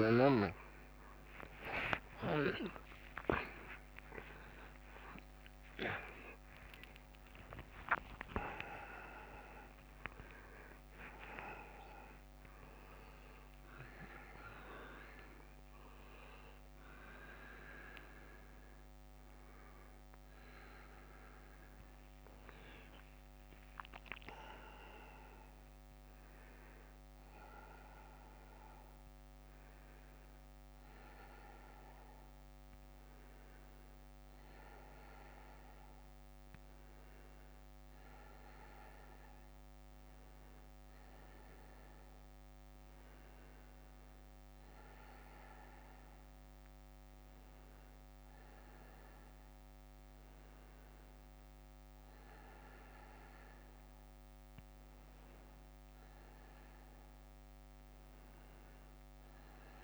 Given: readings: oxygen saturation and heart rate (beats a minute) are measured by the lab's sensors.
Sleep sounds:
a person awake in a sleep study, by a microphone on the trachea; none
0.00-13.00 s: tachycardia (device-marked, heart rate 67 before, 198 extreme)
6.00-59.83 s: new sleep stage, awake
33.00-35.00 s: bradycardia (device-marked, heart rate 70 before, 63 extreme)
46.00-57.00 s: bradycardia (device-marked, heart rate 69 before, 58 extreme)
From the record:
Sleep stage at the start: N2 (light sleep); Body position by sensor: on the back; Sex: male

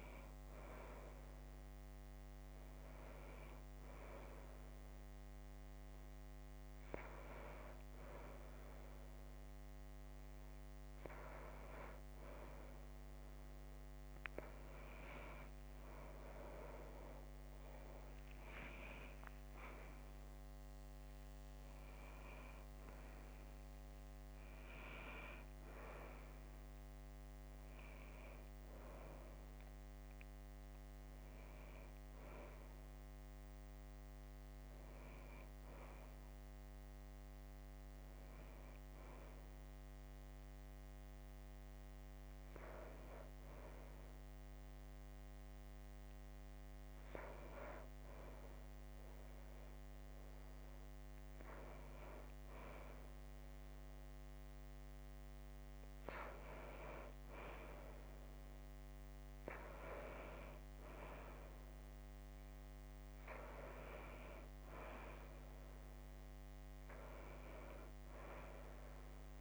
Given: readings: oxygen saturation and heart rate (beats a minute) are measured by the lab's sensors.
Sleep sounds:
breathing in sleep by a microphone on the trachea; none
16.00-21.50 s: arousal
From the record:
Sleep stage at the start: N2 (light sleep); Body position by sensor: on the right side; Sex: female

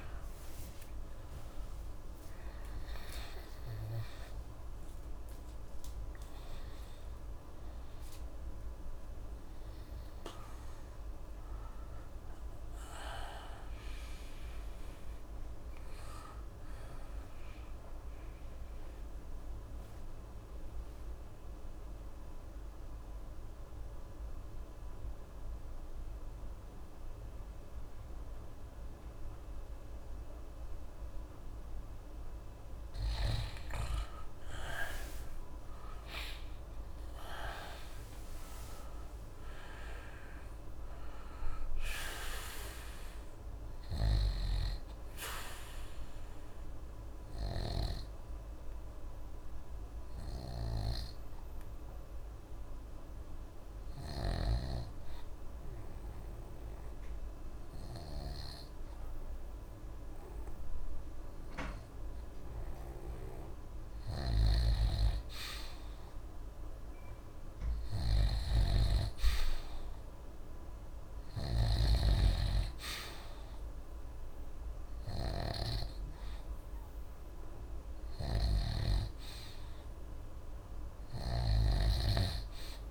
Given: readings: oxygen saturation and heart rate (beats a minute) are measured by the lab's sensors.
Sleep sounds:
breathing in sleep by a room microphone; 2
17.50-31.00 s: obstructive apnea (oxygen 94% before, 90% lowest, heart rate 101 before, 52 extreme, up 25 after)
34.50-39.00 s: arousal
42.00-62.00 s: oxygen desaturation (device-marked, oxygen 97% before, 90% lowest, heart rate 78 before, 46 extreme)
44.00-79.00 s: snoring (device-marked)
46.50-62.00 s: obstructive apnea (oxygen 98% before, 90% lowest, heart rate 73 before, 46 extreme, up 3 after)
64.50-68.00 s: arousal
81.00-82.91 s: snoring (device-marked)
From the record:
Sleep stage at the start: N2 (light sleep); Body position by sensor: on the right side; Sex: male

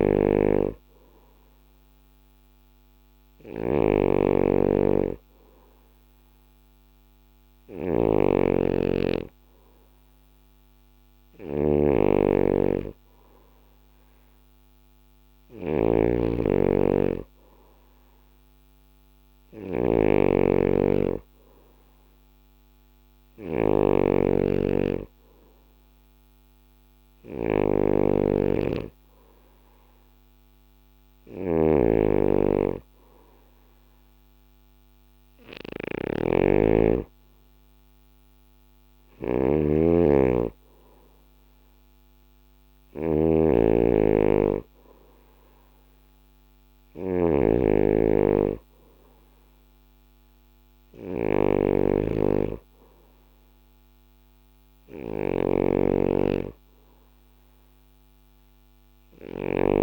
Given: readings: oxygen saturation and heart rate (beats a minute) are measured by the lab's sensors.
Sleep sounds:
breathing in sleep by a microphone on the trachea; none
0.00-59.83 s: snoring (device-marked)
From the record:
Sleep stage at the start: N2 (light sleep); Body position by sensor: on the back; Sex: male

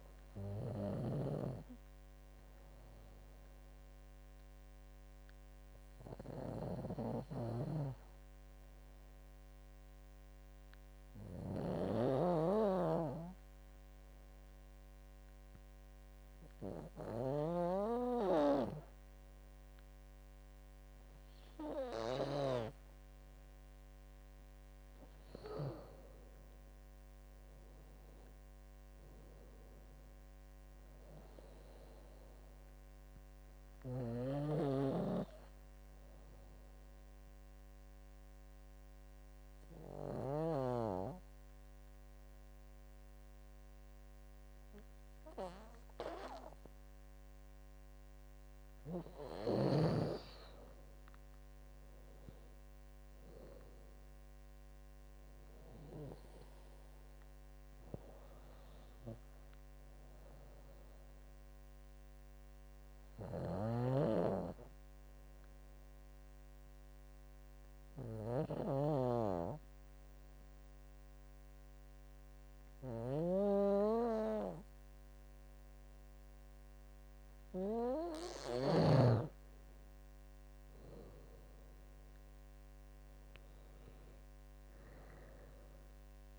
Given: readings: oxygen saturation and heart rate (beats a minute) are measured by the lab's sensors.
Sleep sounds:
breathing in sleep by a microphone on the trachea; 3
0.00-4.50 s: drop in pulse transit time (device-marked, heart rate 81 extreme)
0.00-12.50 s: oxygen desaturation (device-marked, oxygen 90% lowest, heart rate 74 extreme)
0.50-22.50 s: snoring (device-marked)
9.00-23.50 s: obstructive apnea (oxygen 96% before, 89% lowest, heart rate 84 before, 74 extreme, up 14 after)
25.50-37.50 s: drop in pulse transit time (device-marked, heart rate 78 before, 79 extreme)
25.50-46.50 s: oxygen desaturation (device-marked, oxygen 97% before, 89% lowest, heart rate 78 before, 69 extreme)
26.00-29.50 s: arousal
37.00-48.50 s: obstructive apnea (oxygen 98% before, 89% lowest, heart rate 84 before, 69 extreme, up 16 after)
51.00-55.00 s: arousal
51.50-63.50 s: drop in pulse transit time (device-marked, heart rate 79 before, 75 extreme)
57.50-71.50 s: oxygen desaturation (device-marked, oxygen 98% before, 91% lowest, heart rate 80 before, 69 extreme)
63.00-76.50 s: obstructive apnea (oxygen 98% before, 90% lowest, heart rate 82 before, 72 extreme, up 16 after)
63.00-79.00 s: snoring (device-marked)
80.00-84.00 s: arousal
80.50-86.39 s: drop in pulse transit time (device-marked, heart rate 75 before, 79 extreme)
81.50-86.39 s: oxygen desaturation (device-marked, oxygen 98% before, 91% lowest, heart rate 74 before, 74 extreme)
From the record:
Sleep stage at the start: N2 (light sleep); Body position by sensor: on the back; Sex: female

